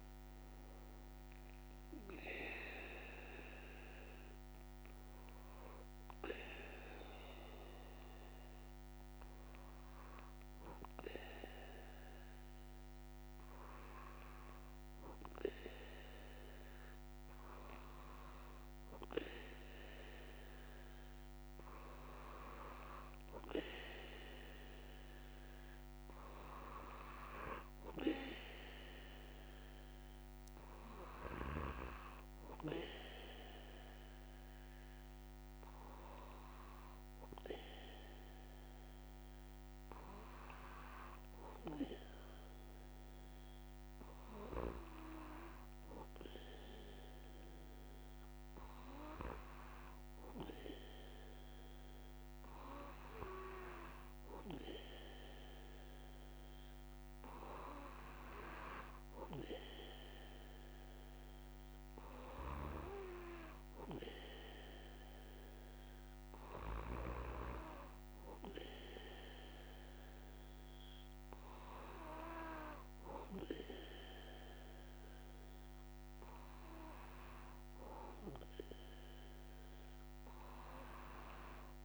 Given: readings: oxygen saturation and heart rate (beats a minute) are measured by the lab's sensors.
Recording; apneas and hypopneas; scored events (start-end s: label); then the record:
breathing in sleep by a microphone on the trachea; 1
0.50-16.50 s: hypopnea (oxygen 98% before, 93% lowest, heart rate 131 before, 93 extreme, up 29 after)
From the record:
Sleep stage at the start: N1 (lightest sleep); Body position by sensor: on the back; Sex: male